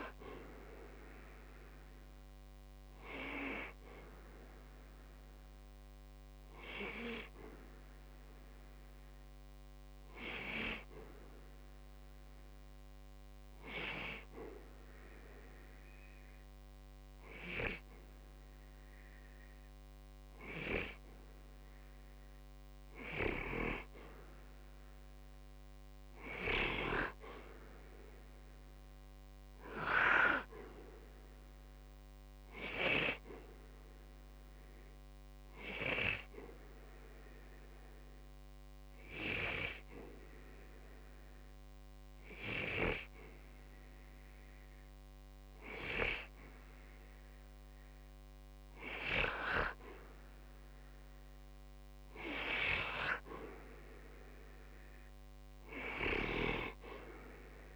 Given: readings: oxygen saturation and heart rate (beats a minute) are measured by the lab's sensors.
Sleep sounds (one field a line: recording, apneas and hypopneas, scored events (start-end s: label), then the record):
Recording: breathing in sleep by a microphone on the trachea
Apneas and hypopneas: 1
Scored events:
36.00-47.00 s: hypopnea (oxygen 94% before, 91% lowest, heart rate 61 before, 60 extreme, up 10 after)
50.50-54.00 s: arousal
From the record:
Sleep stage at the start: N2 (light sleep)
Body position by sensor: on the back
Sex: male